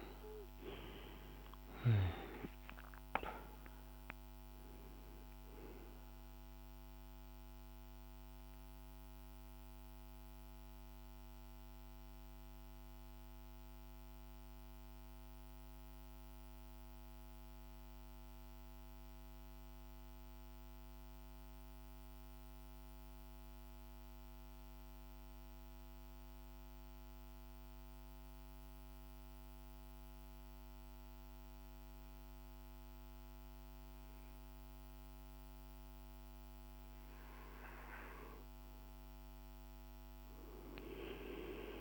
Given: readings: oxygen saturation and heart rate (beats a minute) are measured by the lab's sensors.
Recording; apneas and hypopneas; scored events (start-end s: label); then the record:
breathing in sleep by a microphone on the trachea; 1
0.00-15.50 s: oxygen desaturation (device-marked, oxygen 89% lowest, heart rate 50 extreme)
6.00-36.50 s: central apnea (oxygen 98% before, 88% lowest, heart rate 56 before, 52 extreme, up 2 after)
32.50-41.81 s: oxygen desaturation (device-marked, oxygen 100% before, 88% lowest, heart rate 54 before, 49 extreme)
From the record:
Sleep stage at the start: N2 (light sleep); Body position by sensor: on the back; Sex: male